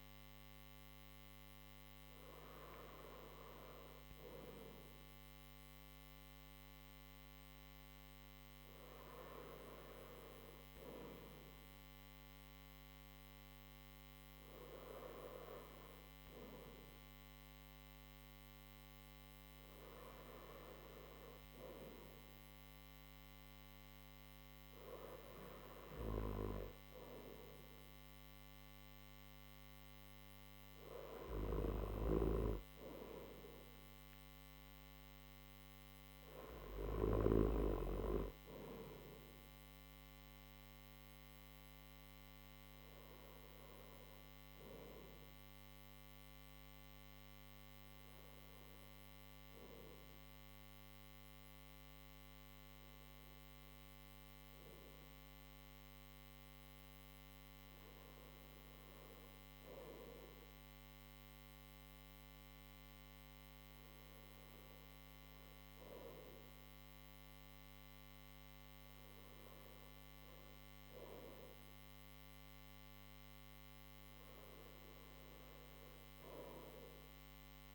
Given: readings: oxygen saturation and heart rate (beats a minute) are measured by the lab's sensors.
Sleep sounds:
breathing in sleep by a microphone on the trachea; none
none scored
From the record:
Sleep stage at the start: N3 (deep sleep); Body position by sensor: on the right side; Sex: male

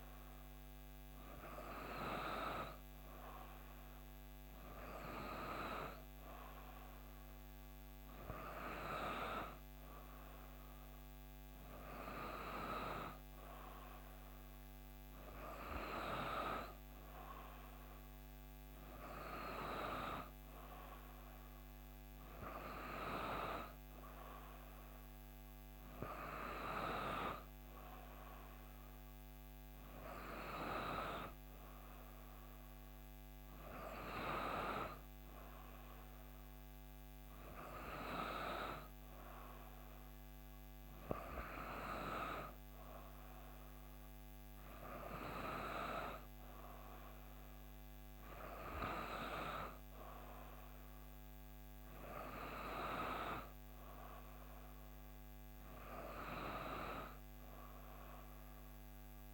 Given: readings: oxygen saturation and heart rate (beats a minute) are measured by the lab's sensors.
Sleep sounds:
breathing in sleep by a microphone on the trachea; none
none scored
From the record:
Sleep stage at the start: N3 (deep sleep); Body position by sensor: on the back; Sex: female

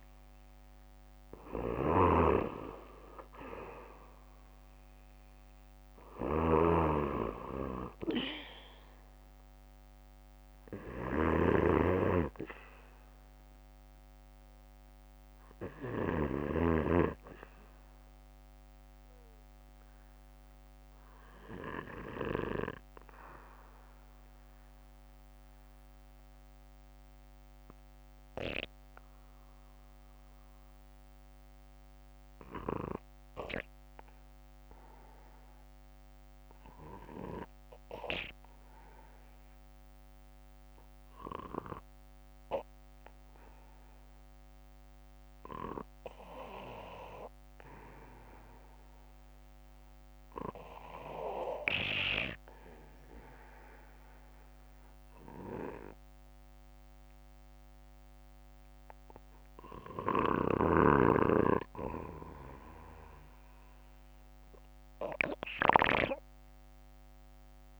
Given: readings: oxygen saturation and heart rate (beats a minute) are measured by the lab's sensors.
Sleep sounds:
breathing in sleep by a microphone on the trachea; 1
0.00-1.00 s: arousal
1.00-15.00 s: oxygen desaturation (device-marked, oxygen 97% before, 94% lowest, heart rate 64 before, 60 extreme)
1.50-16.50 s: snoring (device-marked)
19.50-45.50 s: obstructive apnea (oxygen 97% before, 91% lowest, heart rate 67 before, 58 extreme, up 10 after)
24.00-37.00 s: oxygen desaturation (device-marked, oxygen 95% before, 91% lowest, heart rate 67 before, 58 extreme)
48.50-53.50 s: arousal
62.00-64.00 s: bradycardia (device-marked, heart rate 64 before, 58 extreme)
65.00-67.00 s: bradycardia (device-marked, heart rate 64 before, 59 extreme)
From the record:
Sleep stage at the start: REM sleep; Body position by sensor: on the back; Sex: male

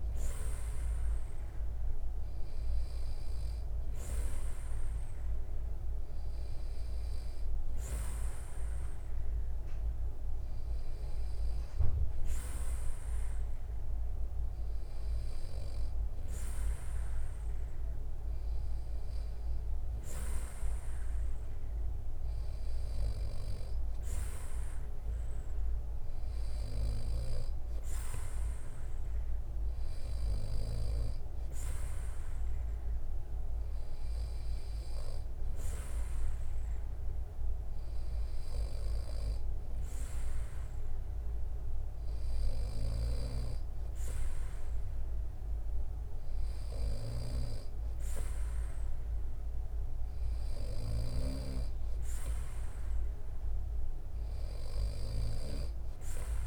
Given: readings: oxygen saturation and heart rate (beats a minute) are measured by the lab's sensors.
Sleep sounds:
breathing in sleep by a room microphone; none
43.00-51.50 s: snoring (device-marked)
From the record:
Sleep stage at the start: N2 (light sleep); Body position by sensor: on the back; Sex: male

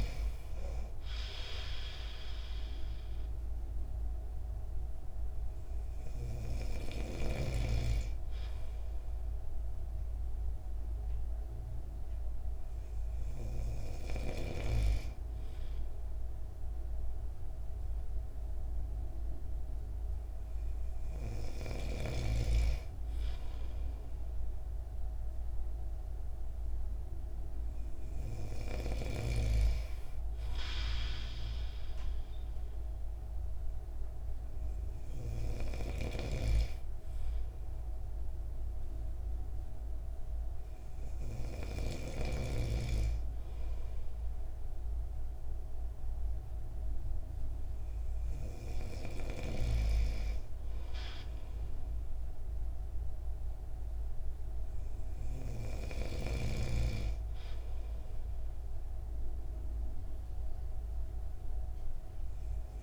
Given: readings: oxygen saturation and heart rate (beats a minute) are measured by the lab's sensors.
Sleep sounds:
breathing in sleep by a room microphone; none
36.00-42.50 s: snoring (device-marked)
From the record:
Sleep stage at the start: N2 (light sleep); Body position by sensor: on the right side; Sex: male

